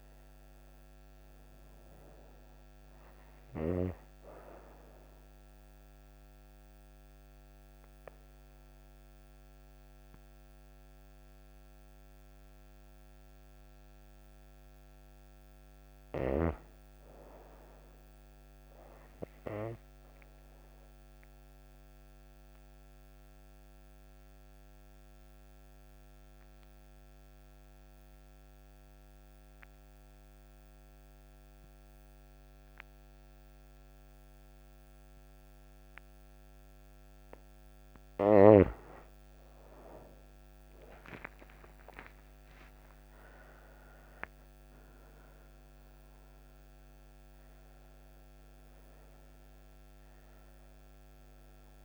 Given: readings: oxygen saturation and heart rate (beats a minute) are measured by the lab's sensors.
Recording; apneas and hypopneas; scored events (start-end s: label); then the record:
breathing in sleep by a microphone on the trachea; 2
3.00-13.50 s: obstructive apnea (oxygen 98% before, 89% lowest)
21.00-38.00 s: obstructive apnea (oxygen 98% before, 89% lowest)
28.00-51.85 s: oxygen desaturation (device-marked, oxygen 98% before, 89% lowest)
39.50-44.00 s: arousal
From the record:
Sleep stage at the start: N2 (light sleep); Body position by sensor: on the right side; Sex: female